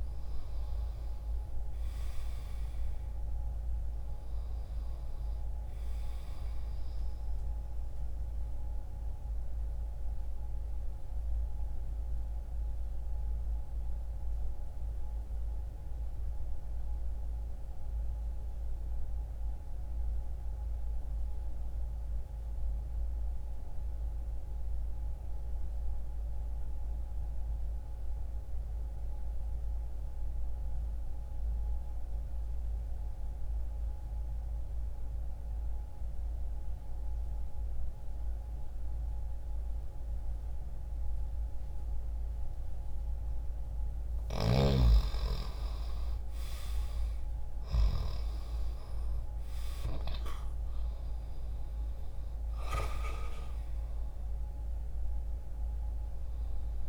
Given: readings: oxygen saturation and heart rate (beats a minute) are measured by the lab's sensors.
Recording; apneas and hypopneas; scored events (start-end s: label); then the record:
breathing in sleep by a room microphone; 1
0.00-2.00 s: arousal
0.00-30.00 s: oxygen desaturation (device-marked, oxygen 88% lowest, heart rate 60 extreme)
8.00-56.89 s: new sleep stage, N2 (light sleep)
10.00-42.00 s: mixed apnea (oxygen 99% before, 87% lowest, heart rate 60 before, 60 extreme, up 0 after)
43.50-49.00 s: arousal
46.00-56.89 s: oxygen desaturation (device-marked, oxygen 95% before, 89% lowest, heart rate 60 before, 60 extreme)
From the record:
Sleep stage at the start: N1 (lightest sleep); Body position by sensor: on the left side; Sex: male